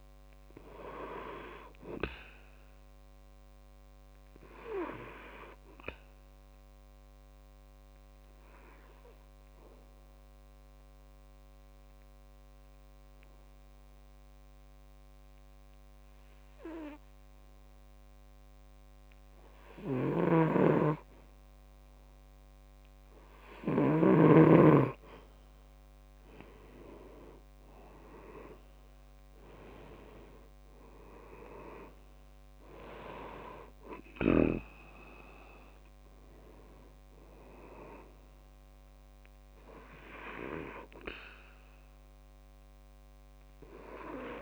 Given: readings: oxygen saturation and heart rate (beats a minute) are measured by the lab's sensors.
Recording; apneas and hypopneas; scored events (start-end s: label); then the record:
breathing in sleep by a microphone on the trachea; 1
0.00-13.00 s: oxygen desaturation (device-marked, oxygen 91% lowest, heart rate 63 extreme)
3.00-23.00 s: obstructive apnea (oxygen 98% before, 91% lowest, heart rate 68 before, 63 extreme, up 7 after)
26.00-29.50 s: arousal
27.00-44.42 s: oxygen desaturation (device-marked, oxygen 98% before, 92% lowest, heart rate 65 before, 65 extreme)
From the record:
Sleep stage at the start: N2 (light sleep); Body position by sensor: on the back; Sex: male